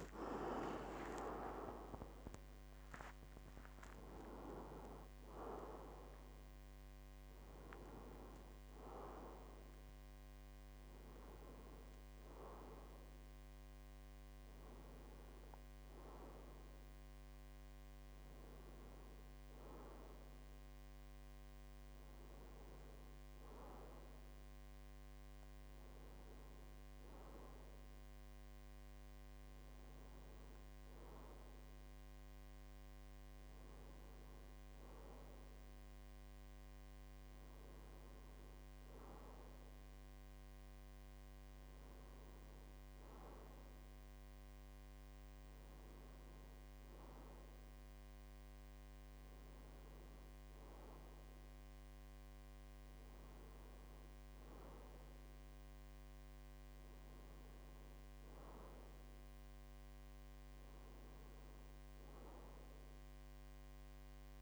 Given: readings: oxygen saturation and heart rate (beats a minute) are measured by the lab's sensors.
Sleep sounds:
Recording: breathing in sleep by a microphone on the trachea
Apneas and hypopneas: none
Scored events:
35.50-64.42 s: oxygen desaturation (device-marked, oxygen 98% before, 94% lowest, heart rate 60 before, 56 extreme)
From the record:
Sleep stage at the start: N1 (lightest sleep)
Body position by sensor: on the right side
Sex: male

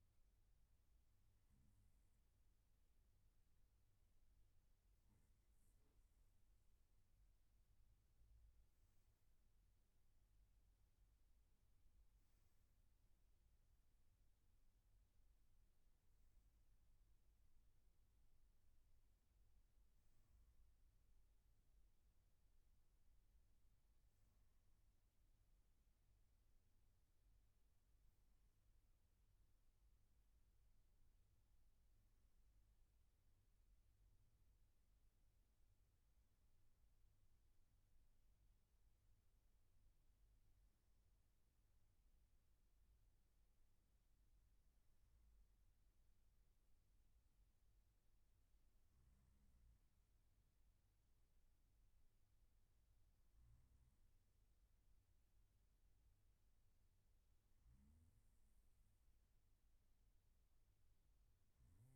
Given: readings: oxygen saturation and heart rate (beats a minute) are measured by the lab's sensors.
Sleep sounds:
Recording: breathing in sleep, hard to hear, by a room microphone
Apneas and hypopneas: none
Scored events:
29.00-61.96 s: new sleep stage, N1 (lightest sleep)
From the record:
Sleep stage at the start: N3 (deep sleep)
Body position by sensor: on the right side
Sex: male

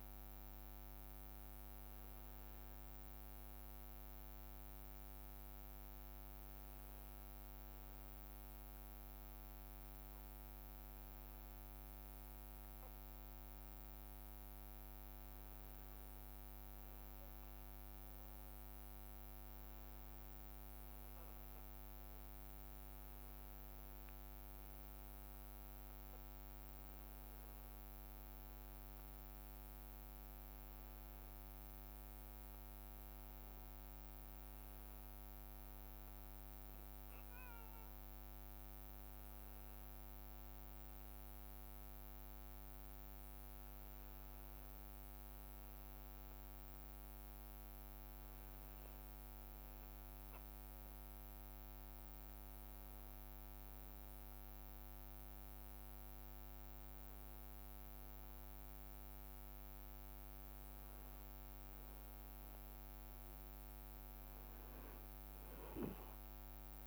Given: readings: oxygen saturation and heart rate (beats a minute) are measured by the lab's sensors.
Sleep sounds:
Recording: breathing in sleep, hard to hear, by a microphone on the trachea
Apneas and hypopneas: 1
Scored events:
27.00-28.00 s: leg movement (device-marked)
44.50-48.00 s: arousal
50.50-62.00 s: hypopnea (oxygen 97% before, 94% lowest, heart rate 66 before, 59 extreme, up 4 after)
From the record:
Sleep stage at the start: N1 (lightest sleep)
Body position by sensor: on the back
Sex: male

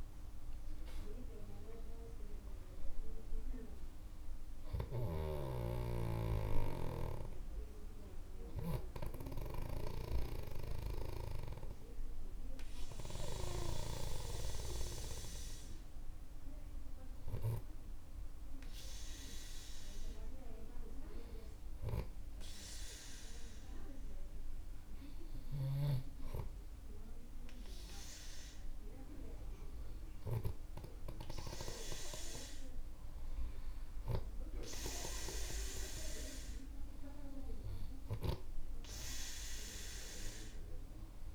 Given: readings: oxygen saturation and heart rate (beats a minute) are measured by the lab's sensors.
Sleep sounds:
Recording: breathing in sleep by a room microphone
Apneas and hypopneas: 1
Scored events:
0.00-1.50 s: arousal
9.00-20.00 s: obstructive apnea (oxygen 98% before, 94% lowest, heart rate 62 before, 49 extreme, up 6 after)
22.50-26.00 s: arousal
27.00-37.00 s: oxygen desaturation (device-marked, oxygen 97% before, 94% lowest, heart rate 52 before, 54 extreme)
From the record:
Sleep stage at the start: N2 (light sleep)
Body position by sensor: on the back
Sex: male

